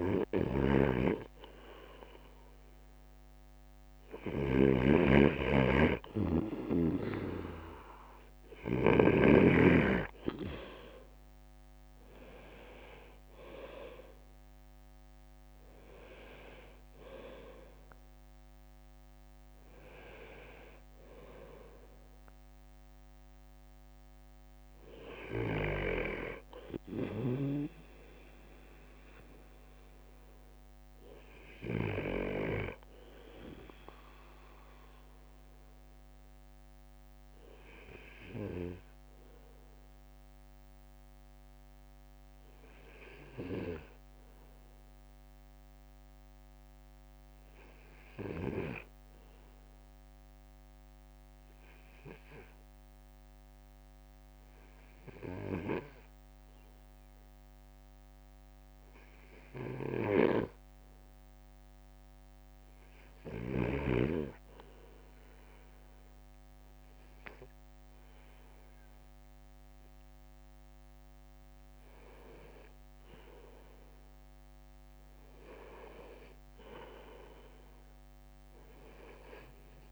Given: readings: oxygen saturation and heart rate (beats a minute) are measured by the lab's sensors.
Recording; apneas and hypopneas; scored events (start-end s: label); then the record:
breathing in sleep by a microphone on the trachea; 1
0.00-4.50 s: snoring (device-marked)
0.50-4.00 s: arousal
19.50-23.00 s: arousal
25.50-32.00 s: snoring (device-marked)
38.00-61.00 s: obstructive apnea (oxygen 98% before, 95% lowest)
59.50-64.00 s: snoring (device-marked)
66.50-71.00 s: arousal
From the record:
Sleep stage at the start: N2 (light sleep); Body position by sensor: on the right side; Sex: male